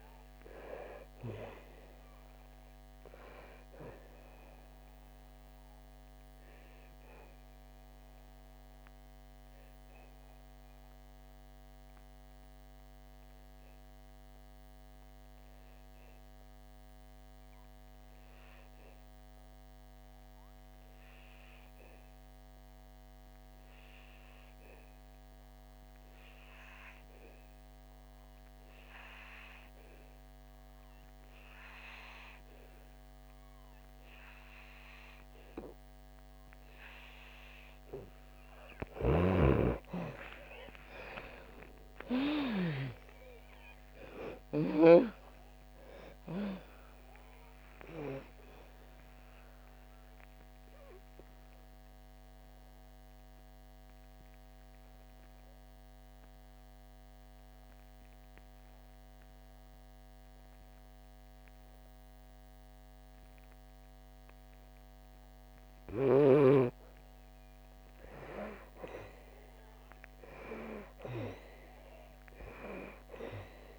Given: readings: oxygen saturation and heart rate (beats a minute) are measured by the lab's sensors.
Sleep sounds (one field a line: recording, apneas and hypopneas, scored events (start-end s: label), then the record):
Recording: breathing in sleep by a microphone on the trachea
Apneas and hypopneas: 2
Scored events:
0.00-19.00 s: oxygen desaturation (device-marked, oxygen 80% lowest, heart rate 57 extreme)
5.50-38.00 s: obstructive apnea (oxygen 98% before, 80% lowest, heart rate 70 before, 57 extreme, up 26 after)
24.00-66.00 s: oxygen desaturation (device-marked, oxygen 99% before, 80% lowest, heart rate 63 before, 60 extreme)
40.00-44.50 s: arousal
49.50-66.50 s: obstructive apnea (oxygen 99% before, 80% lowest, heart rate 72 before, 60 extreme, up 12 after)
68.50-71.50 s: arousal
From the record:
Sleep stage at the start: N2 (light sleep)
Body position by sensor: on the back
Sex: female